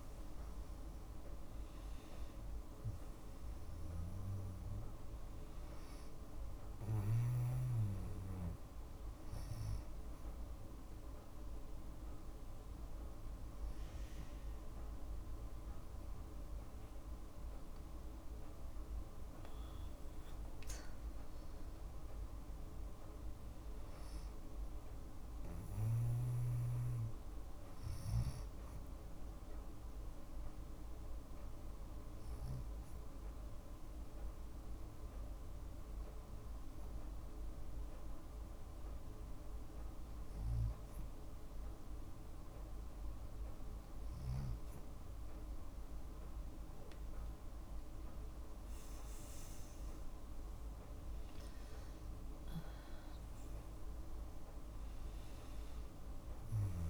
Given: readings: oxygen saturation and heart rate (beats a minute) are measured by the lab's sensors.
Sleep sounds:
breathing in sleep, hard to hear, by a room microphone; 2
0.00-1.00 s: arousal
10.50-20.50 s: hypopnea (oxygen 96% before, 94% lowest, heart rate 59 before, 54 extreme, up 3 after)
21.50-25.00 s: arousal
29.00-43.50 s: hypopnea (oxygen 97% before, 94% lowest, heart rate 57 before, 54 extreme, up 6 after)
49.00-53.00 s: arousal
From the record:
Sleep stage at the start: N2 (light sleep); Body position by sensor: on the left side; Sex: female

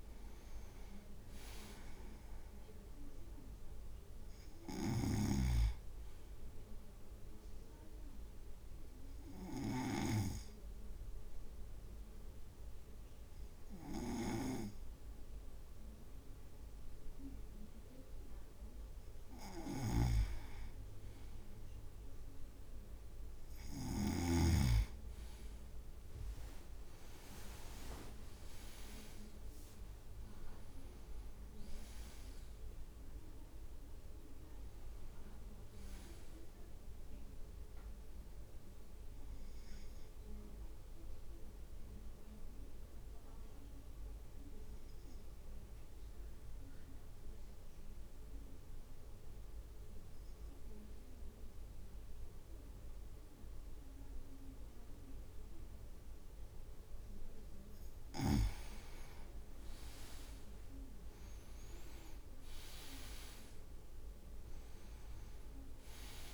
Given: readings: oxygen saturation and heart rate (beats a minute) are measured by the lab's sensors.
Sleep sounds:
breathing in sleep by a room microphone; 2
0.00-7.50 s: drop in pulse transit time (device-marked, heart rate 50 extreme)
5.00-10.50 s: snoring (device-marked)
7.50-20.00 s: obstructive apnea (oxygen 98% before, 97% lowest, heart rate 55 before, 53 extreme, up 5 after)
20.00-24.50 s: snoring (device-marked)
25.50-30.50 s: leg movement (device-marked)
26.50-39.50 s: drop in pulse transit time (device-marked, heart rate 54 before, 58 extreme)
27.50-31.50 s: arousal
31.50-32.50 s: leg movement (device-marked)
41.50-58.00 s: obstructive apnea (oxygen 98% before, 96% lowest, heart rate 59 before, 54 extreme, up 4 after)
59.50-62.00 s: leg movement (device-marked)
60.50-65.00 s: arousal
61.50-66.34 s: drop in pulse transit time (device-marked, heart rate 55 before, 54 extreme)
62.00-63.50 s: leg movement (device-marked)
From the record:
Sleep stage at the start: N2 (light sleep); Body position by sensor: on the right side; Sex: male

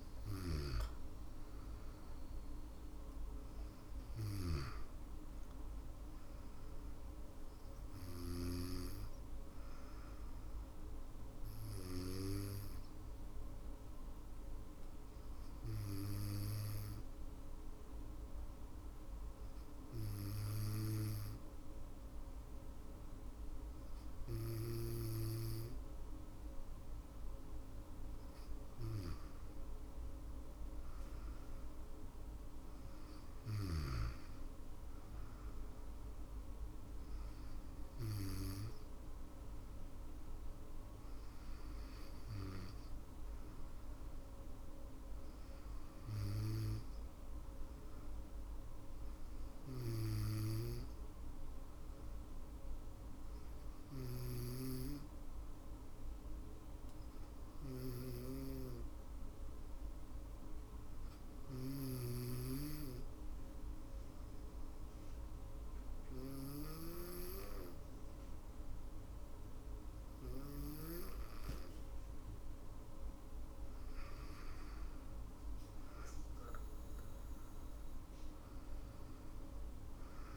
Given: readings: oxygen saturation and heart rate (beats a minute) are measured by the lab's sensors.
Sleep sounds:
breathing in sleep by a room microphone; 2
0.00-1.00 s: drop in pulse transit time (device-marked, heart rate 57 extreme)
5.50-26.50 s: obstructive apnea (oxygen 99% before, 97% lowest, heart rate 62 before, 52 extreme, up 13 after)
27.50-31.50 s: arousal
28.00-45.00 s: drop in pulse transit time (device-marked, heart rate 56 before, 52 extreme)
49.50-71.00 s: obstructive apnea (oxygen 99% before, 96% lowest, heart rate 58 before, 52 extreme, up 7 after)
72.00-75.50 s: arousal
72.00-80.36 s: drop in pulse transit time (device-marked, heart rate 61 before, 52 extreme)
From the record:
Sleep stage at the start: N2 (light sleep); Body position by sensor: on the back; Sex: female

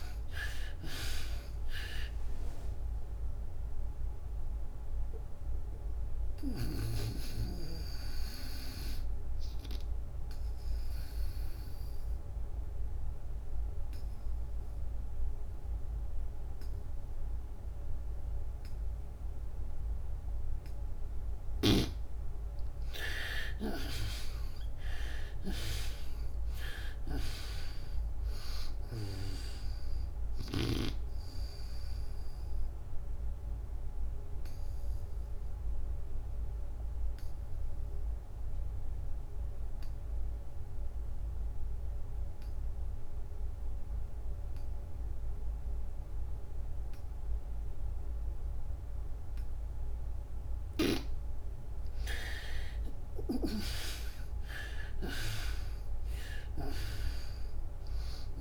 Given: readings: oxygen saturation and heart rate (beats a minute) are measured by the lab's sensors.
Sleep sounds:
breathing in sleep by a room microphone; 2
0.00-1.00 s: arousal
0.00-17.50 s: oxygen desaturation (device-marked, oxygen 45% lowest, heart rate 59 extreme)
2.50-21.50 s: mixed apnea (oxygen 92% before, 45% lowest, heart rate 70 before, 76 extreme, up 28 after)
23.00-27.00 s: arousal
23.50-41.50 s: oxygen desaturation (device-marked, oxygen 90% before, 62% lowest, heart rate 99 before, 75 extreme)
33.50-49.50 s: obstructive apnea (oxygen 90% before, 56% lowest, heart rate 95 before, 66 extreme)
43.50-58.41 s: oxygen desaturation (device-marked, oxygen 95% before, 59% lowest, heart rate 93 before, 63 extreme)
51.50-56.00 s: arousal
From the record:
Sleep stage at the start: N2 (light sleep); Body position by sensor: on the back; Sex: female

